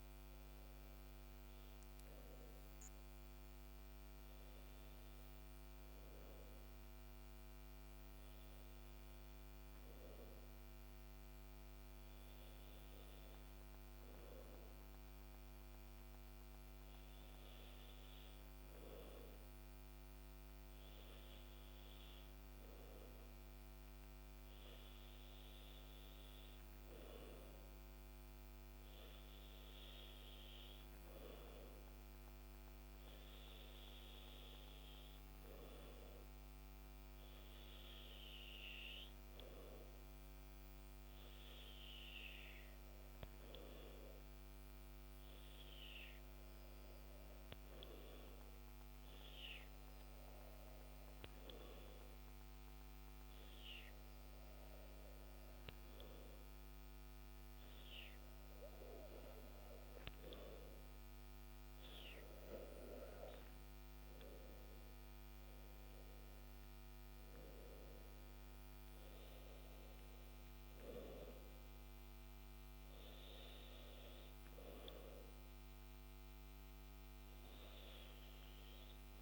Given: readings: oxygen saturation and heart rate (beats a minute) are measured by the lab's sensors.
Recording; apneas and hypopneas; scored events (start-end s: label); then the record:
breathing in sleep by a microphone on the trachea; 1
46.00-58.00 s: hypopnea (oxygen 96% before, 93% lowest, heart rate 68 before, 66 extreme, up 6 after)
60.50-67.00 s: arousal
From the record:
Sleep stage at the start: N2 (light sleep); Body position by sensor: on the back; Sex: male